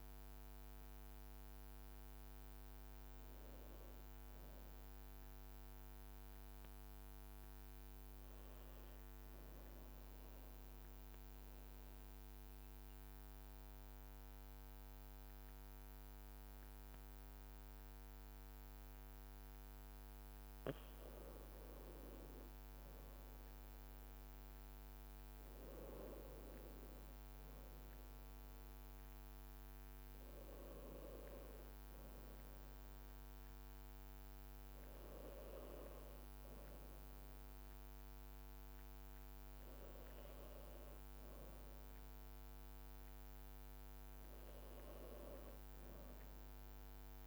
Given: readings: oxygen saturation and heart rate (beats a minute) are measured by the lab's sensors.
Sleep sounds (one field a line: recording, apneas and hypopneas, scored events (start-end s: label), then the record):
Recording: breathing in sleep by a microphone on the trachea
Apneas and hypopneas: 1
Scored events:
1.50-6.00 s: arousal
8.50-21.00 s: obstructive apnea (oxygen 98% before, 92% lowest, heart rate 55 before, 52 extreme, up 2 after)
24.00-27.50 s: arousal
From the record:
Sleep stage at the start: REM sleep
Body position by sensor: on the back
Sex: male